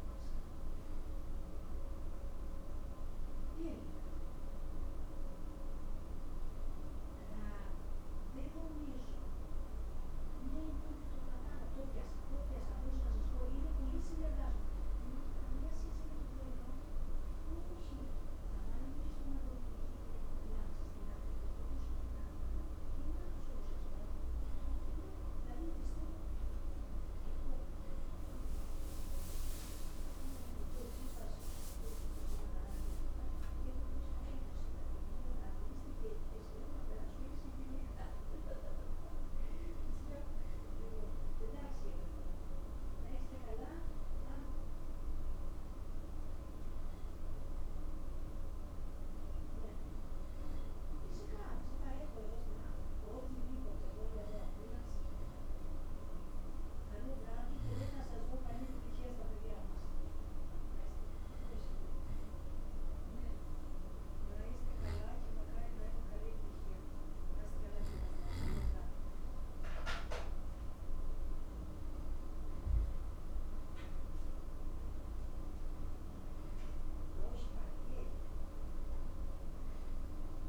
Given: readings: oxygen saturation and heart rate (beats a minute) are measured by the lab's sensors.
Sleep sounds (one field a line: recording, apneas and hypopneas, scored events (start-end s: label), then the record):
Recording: breathing in sleep by a room microphone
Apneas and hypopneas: 1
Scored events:
1.00-15.00 s: oxygen desaturation (device-marked, oxygen 96% before, 91% lowest, heart rate 81 before, 77 extreme)
59.50-72.50 s: hypopnea (oxygen 92% before, 89% lowest, heart rate 83 before, 78 extreme, up 0 after)
73.50-76.50 s: arousal
From the record:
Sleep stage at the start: N2 (light sleep)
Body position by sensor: on the right side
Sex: male